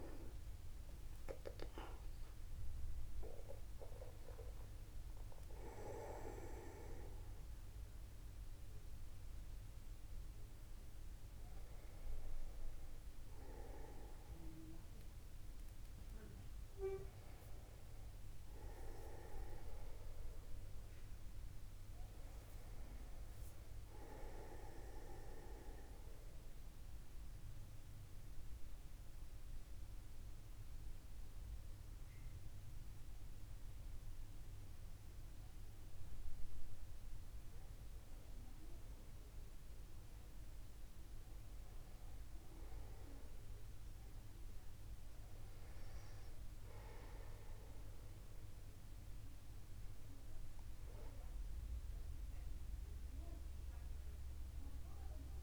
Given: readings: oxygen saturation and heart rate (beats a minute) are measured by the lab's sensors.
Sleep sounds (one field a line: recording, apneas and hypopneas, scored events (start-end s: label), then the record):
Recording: a person partly awake in a sleep study, by a room microphone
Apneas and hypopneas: 1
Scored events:
25.50-38.00 s: central apnea (oxygen 98% before, 95% lowest, heart rate 54 before, 50 extreme, up 0 after)
25.50-55.43 s: new sleep stage, N2 (light sleep)
40.00-45.00 s: arousal
From the record:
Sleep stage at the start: awake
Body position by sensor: upright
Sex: male